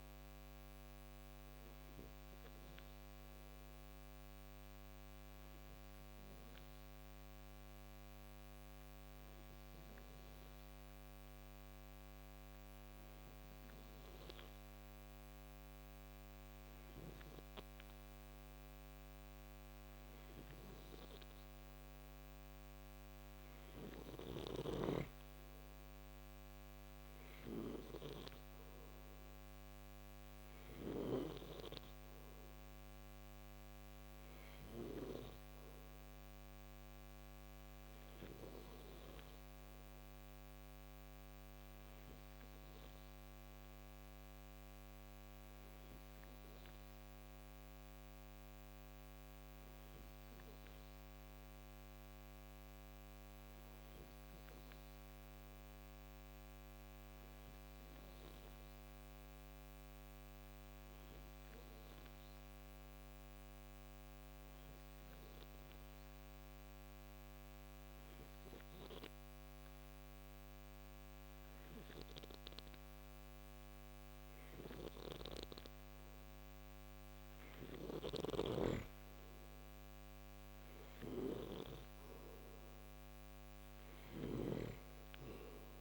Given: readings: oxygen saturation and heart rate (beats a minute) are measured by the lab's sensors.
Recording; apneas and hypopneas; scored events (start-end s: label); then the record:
breathing in sleep by a microphone on the trachea; 1
23.50-30.50 s: snoring (device-marked)
58.50-74.50 s: hypopnea (oxygen 96% before, 92% lowest, heart rate 57 before, 55 extreme, up 2 after)
74.00-84.00 s: snoring (device-marked)
78.50-82.50 s: arousal
From the record:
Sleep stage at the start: N2 (light sleep); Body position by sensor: on the right side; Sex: male